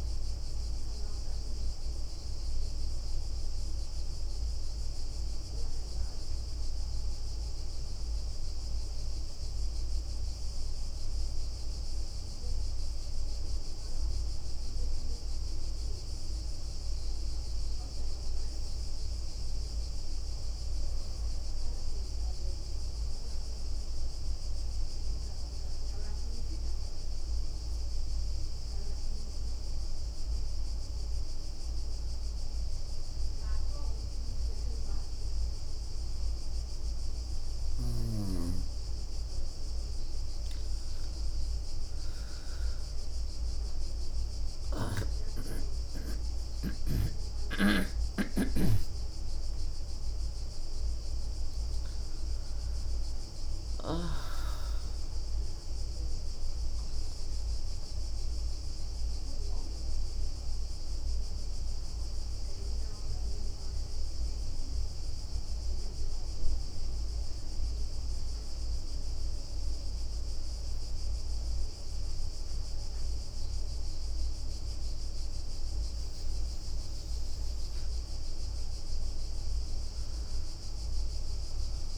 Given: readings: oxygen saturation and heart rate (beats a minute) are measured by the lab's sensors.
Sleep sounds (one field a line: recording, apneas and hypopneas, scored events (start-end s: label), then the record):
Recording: breathing in sleep by a room microphone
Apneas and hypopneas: 3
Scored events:
0.00-8.00 s: leg movement (device-marked)
0.50-12.00 s: hypopnea (oxygen 96% before, 92% lowest, heart rate 65 before, 57 extreme, up 10 after)
7.00-11.00 s: bradycardia (device-marked, heart rate 67 before, 59 extreme)
12.00-20.50 s: leg movement (device-marked)
14.00-17.50 s: arousal
23.00-29.00 s: bradycardia (device-marked, heart rate 67 before, 57 extreme)
23.50-32.50 s: leg movement (device-marked)
24.50-36.50 s: obstructive apnea (oxygen 97% before, 92% lowest, heart rate 62 before, 58 extreme, up 14 after)
40.00-44.50 s: arousal
46.00-73.00 s: oxygen desaturation (device-marked, oxygen 97% before, 92% lowest, heart rate 63 before, 61 extreme)
48.00-78.00 s: new sleep stage, N1 (lightest sleep)
58.50-60.00 s: leg movement (device-marked)
61.50-71.50 s: obstructive apnea (oxygen 97% before, 92% lowest, heart rate 74 before, 61 extreme, up 4 after)
75.00-79.50 s: arousal
78.00-81.98 s: new sleep stage, N2 (light sleep)
From the record:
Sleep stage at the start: N2 (light sleep)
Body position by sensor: on the right side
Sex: female